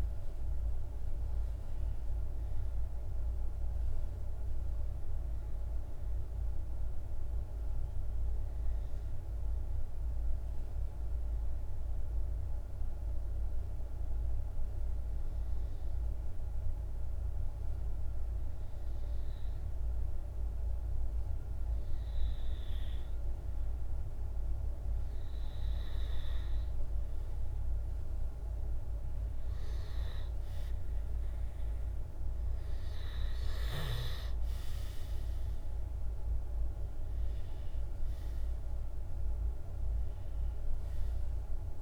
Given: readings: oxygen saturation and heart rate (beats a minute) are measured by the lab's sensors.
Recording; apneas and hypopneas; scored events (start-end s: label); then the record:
breathing in sleep, hard to hear, by a room microphone; 1
0.00-3.50 s: oxygen desaturation (device-marked, oxygen 91% lowest, heart rate 52 extreme)
7.00-25.00 s: hypopnea (oxygen 95% before, 91% lowest, heart rate 67 before, 52 extreme, up 1 after)
27.00-31.50 s: arousal
28.50-41.82 s: oxygen desaturation (device-marked, oxygen 97% before, 91% lowest, heart rate 52 before, 51 extreme)
From the record:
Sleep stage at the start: N2 (light sleep); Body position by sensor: on the back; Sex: male